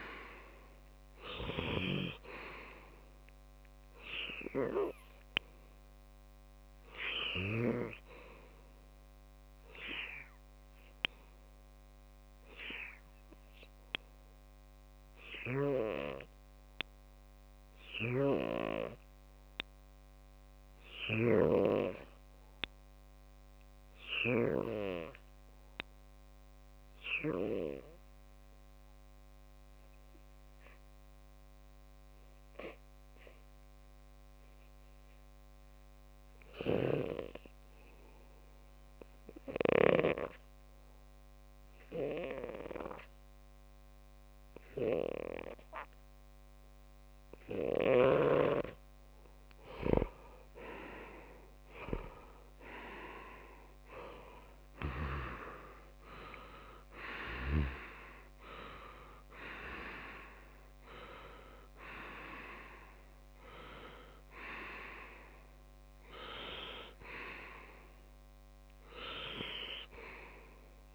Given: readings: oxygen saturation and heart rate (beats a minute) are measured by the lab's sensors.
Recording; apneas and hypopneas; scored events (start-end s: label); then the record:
breathing in sleep by a microphone on the trachea; 1
0.00-5.00 s: oxygen desaturation (device-marked, oxygen 93% lowest)
11.50-48.50 s: obstructive apnea (oxygen 95% before, 93% lowest)
45.00-70.95 s: oxygen desaturation (device-marked, oxygen 98% before, 94% lowest)
52.00-56.00 s: arousal
From the record:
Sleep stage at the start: N2 (light sleep); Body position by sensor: on the left side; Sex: male